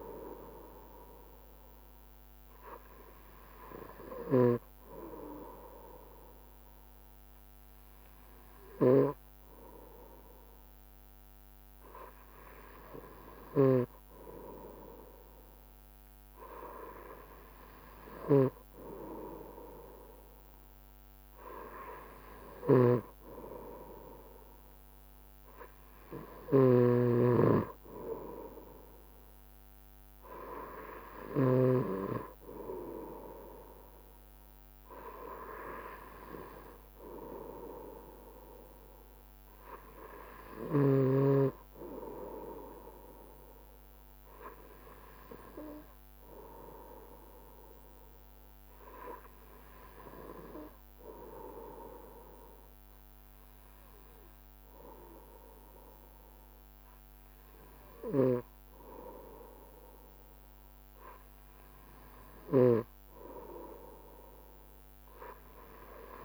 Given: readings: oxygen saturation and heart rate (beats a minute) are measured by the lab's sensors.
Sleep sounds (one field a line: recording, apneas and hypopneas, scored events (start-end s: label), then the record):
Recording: breathing in sleep by a microphone on the trachea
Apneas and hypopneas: none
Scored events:
13.50-32.00 s: snoring (device-marked)
37.50-39.50 s: long interval between heartbeats (device-marked, heart rate 69 before, 74 extreme)
From the record:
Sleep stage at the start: N2 (light sleep)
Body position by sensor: on the right side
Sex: male